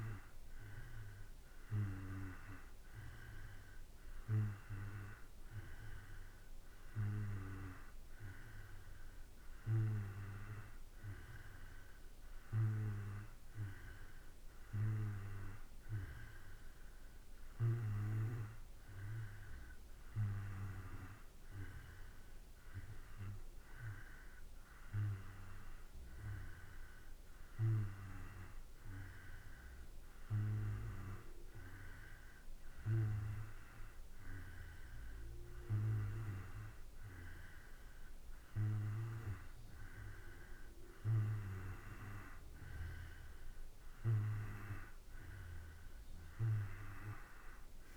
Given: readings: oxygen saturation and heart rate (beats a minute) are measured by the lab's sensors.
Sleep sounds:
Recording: breathing in sleep by a room microphone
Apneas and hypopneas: none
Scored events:
none scored
From the record:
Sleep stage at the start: N2 (light sleep)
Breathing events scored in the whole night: 191 in 4.5 hours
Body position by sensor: on the back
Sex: male

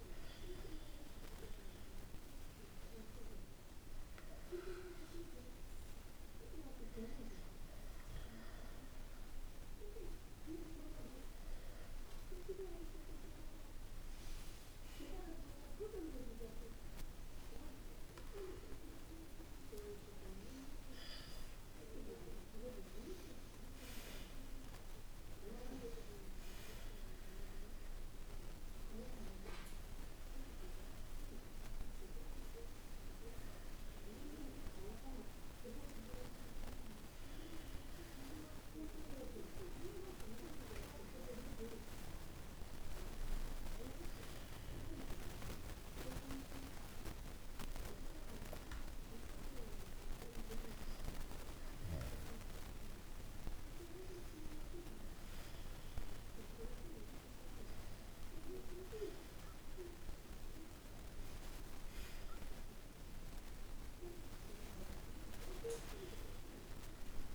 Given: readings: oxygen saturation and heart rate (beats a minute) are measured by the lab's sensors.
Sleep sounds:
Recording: a person awake in a sleep study, by a room microphone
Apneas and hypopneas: none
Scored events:
17.00-22.00 s: arousal
From the record:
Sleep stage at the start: awake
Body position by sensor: on the back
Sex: male

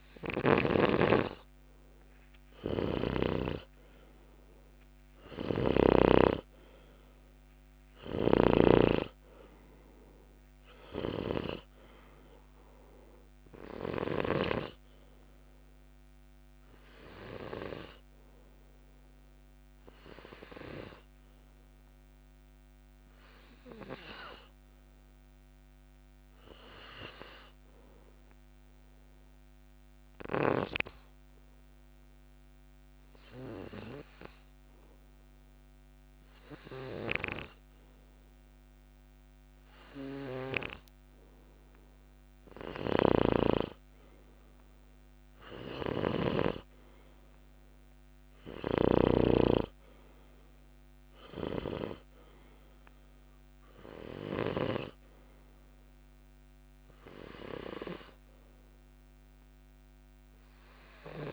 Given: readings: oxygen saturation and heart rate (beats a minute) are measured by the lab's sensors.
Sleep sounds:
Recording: breathing in sleep by a microphone on the trachea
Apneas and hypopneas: none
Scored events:
0.00-1.00 s: snoring (device-marked)
8.00-11.50 s: snoring (device-marked)
43.00-46.50 s: snoring (device-marked)
48.50-55.00 s: snoring (device-marked)
48.50-61.33 s: oxygen desaturation (device-marked, oxygen 95% before, 90% lowest, heart rate 63 before, 60 extreme)
From the record:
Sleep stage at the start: N2 (light sleep)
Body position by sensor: on the back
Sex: male

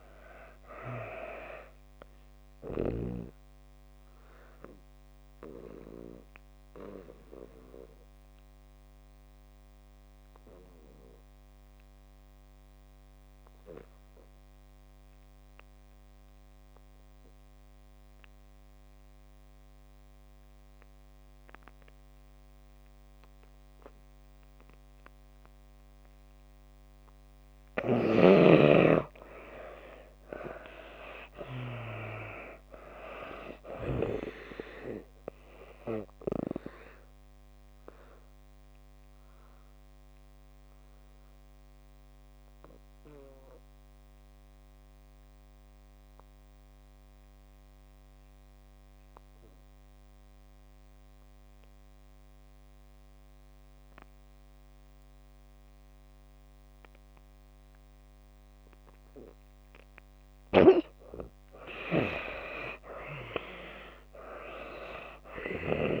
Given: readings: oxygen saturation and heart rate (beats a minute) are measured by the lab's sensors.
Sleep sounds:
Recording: breathing in sleep by a microphone on the trachea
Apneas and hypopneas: 2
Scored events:
0.00-24.00 s: oxygen desaturation (device-marked, oxygen 75% lowest)
4.00-27.50 s: mixed apnea (oxygen 96% before, 73% lowest)
26.00-55.00 s: oxygen desaturation (device-marked, oxygen 97% before, 73% lowest)
29.50-32.50 s: arousal
36.50-60.00 s: obstructive apnea (oxygen 97% before, 73% lowest)
57.00-66.00 s: oxygen desaturation (device-marked, oxygen 97% before, 73% lowest)
61.50-64.50 s: arousal
From the record:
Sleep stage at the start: N2 (light sleep)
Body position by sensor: on the back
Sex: female

